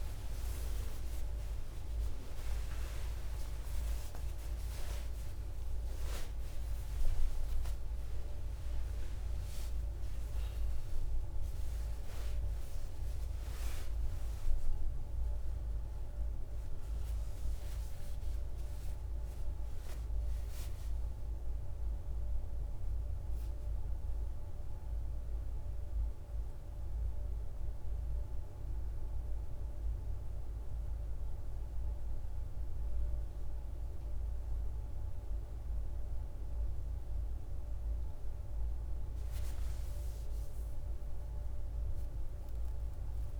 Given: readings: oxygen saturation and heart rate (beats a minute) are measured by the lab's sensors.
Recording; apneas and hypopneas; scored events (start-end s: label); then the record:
a person awake in a sleep study, hard to hear, by a room microphone; 1
0.00-10.00 s: oxygen desaturation (device-marked, oxygen 89% lowest, heart rate 52 extreme)
26.00-43.40 s: new sleep stage, N1 (lightest sleep)
27.00-37.00 s: central apnea (oxygen 98% before, 88% lowest, heart rate 68 before, 52 extreme, up 10 after)
From the record:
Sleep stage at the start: awake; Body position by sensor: on the back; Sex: male